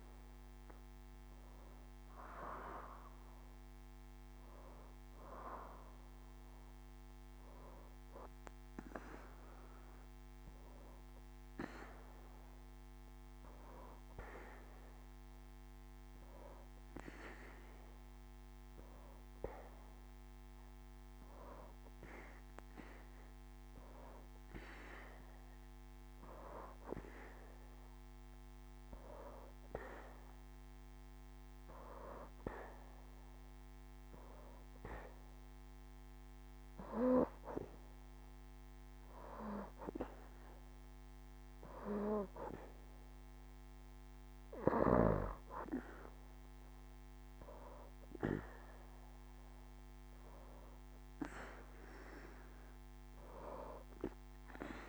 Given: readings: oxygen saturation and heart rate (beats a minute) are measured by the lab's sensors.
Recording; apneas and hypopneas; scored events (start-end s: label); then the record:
breathing in sleep by a microphone on the trachea; none
9.00-11.00 s: long interval between heartbeats (device-marked, heart rate 73 before, 74 extreme)
From the record:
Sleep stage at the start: N2 (light sleep); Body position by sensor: on the back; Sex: female